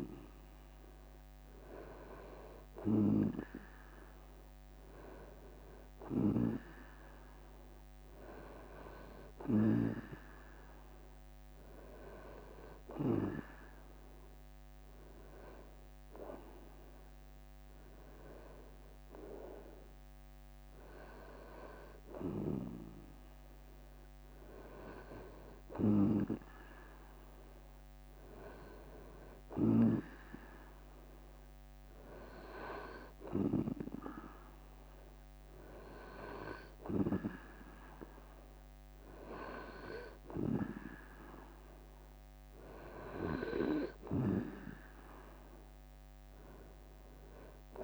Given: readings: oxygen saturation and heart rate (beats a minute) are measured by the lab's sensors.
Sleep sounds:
breathing in sleep by a microphone on the trachea; none
0.00-13.00 s: oxygen desaturation (device-marked, oxygen 93% lowest, heart rate 67 extreme)
From the record:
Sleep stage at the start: N2 (light sleep); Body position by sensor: on the right side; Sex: male

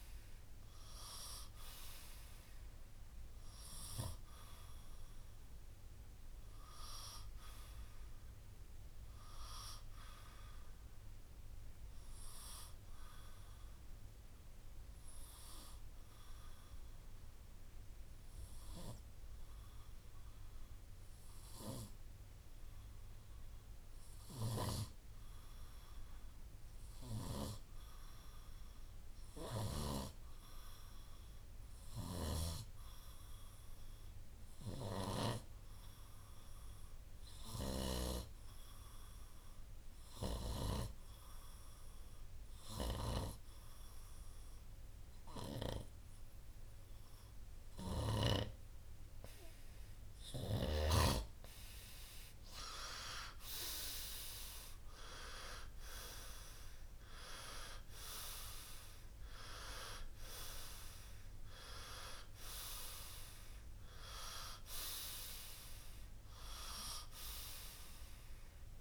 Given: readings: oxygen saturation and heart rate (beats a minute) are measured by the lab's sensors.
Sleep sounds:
breathing in sleep by a room microphone; 1
2.50-22.50 s: oxygen desaturation (device-marked, oxygen 95% before, 90% lowest, heart rate 67 before, 55 extreme)
16.00-47.50 s: obstructive apnea (oxygen 96% before, 90% lowest, heart rate 62 before, 55 extreme, up 10 after)
44.50-67.50 s: oxygen desaturation (device-marked, oxygen 96% before, 90% lowest, heart rate 60 before, 58 extreme)
53.00-57.50 s: arousal
From the record:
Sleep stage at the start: N2 (light sleep); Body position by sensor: on the right side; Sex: male

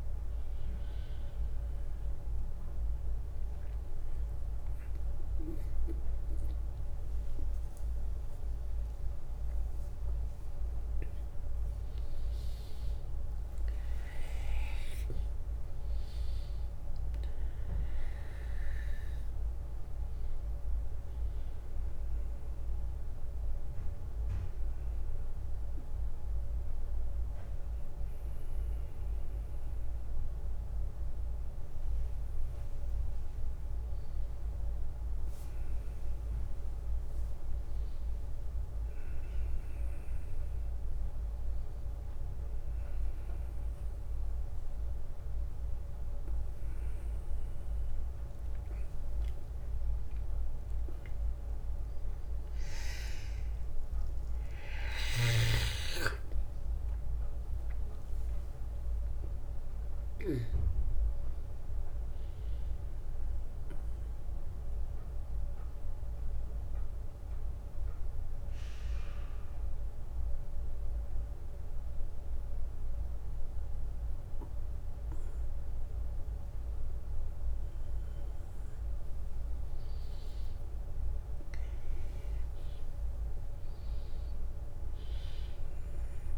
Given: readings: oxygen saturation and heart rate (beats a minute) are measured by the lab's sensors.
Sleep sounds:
a person awake in a sleep study, hard to hear, by a room microphone; none
none scored
From the record:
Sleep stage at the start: awake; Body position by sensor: on the back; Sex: male

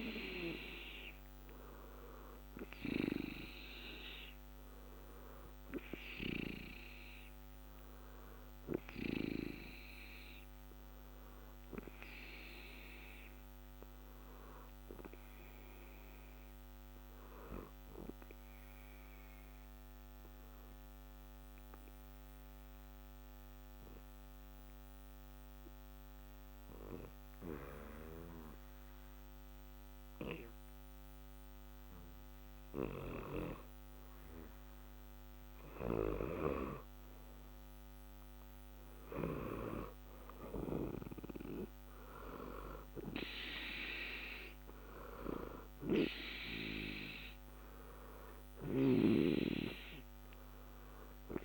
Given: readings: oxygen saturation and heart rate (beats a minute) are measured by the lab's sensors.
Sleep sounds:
breathing in sleep by a microphone on the trachea; 1
0.00-26.50 s: oxygen desaturation (device-marked, oxygen 89% lowest, heart rate 60 extreme)
14.00-33.50 s: obstructive apnea (oxygen 94% before, 88% lowest, heart rate 60 before, 60 extreme, up 2 after)
35.50-41.00 s: arousal
49.50-51.45 s: oxygen desaturation (device-marked, oxygen 92% before, 88% lowest, heart rate 61 before, 60 extreme)
From the record:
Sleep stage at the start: N2 (light sleep); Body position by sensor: on the back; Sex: male

